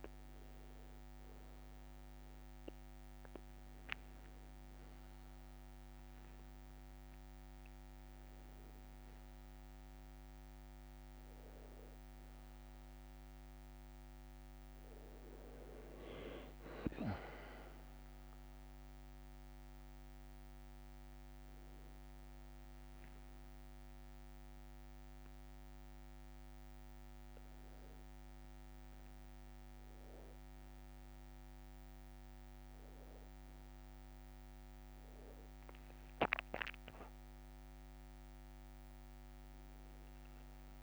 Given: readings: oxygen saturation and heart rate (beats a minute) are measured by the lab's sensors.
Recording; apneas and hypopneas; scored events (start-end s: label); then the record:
breathing in sleep by a microphone on the trachea; none
6.50-8.50 s: long interval between heartbeats (device-marked, heart rate 59 before, 71 extreme)
6.50-40.83 s: new sleep stage, N1 (lightest sleep)
12.00-17.00 s: arousal
24.00-26.00 s: long interval between heartbeats (device-marked, heart rate 66 before, 72 extreme)
From the record:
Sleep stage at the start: N2 (light sleep); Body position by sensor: on the back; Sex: male